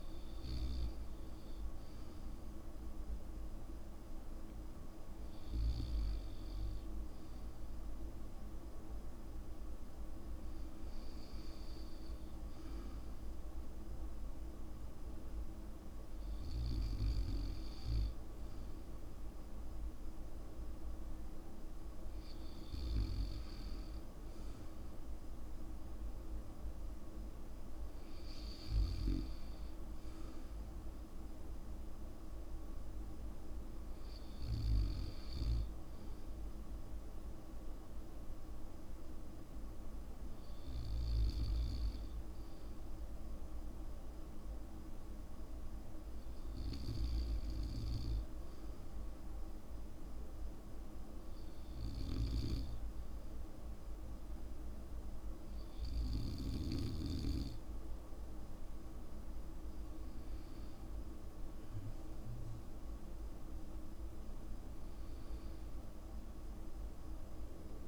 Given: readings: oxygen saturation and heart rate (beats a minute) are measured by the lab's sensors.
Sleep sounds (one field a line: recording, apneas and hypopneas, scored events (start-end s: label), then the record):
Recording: breathing in sleep, hard to hear, by a room microphone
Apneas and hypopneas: 1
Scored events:
37.50-57.00 s: hypopnea (oxygen 95% before, 94% lowest, heart rate 57 before, 52 extreme, up 6 after)
60.00-64.50 s: arousal
From the record:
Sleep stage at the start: N2 (light sleep)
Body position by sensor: on the back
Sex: male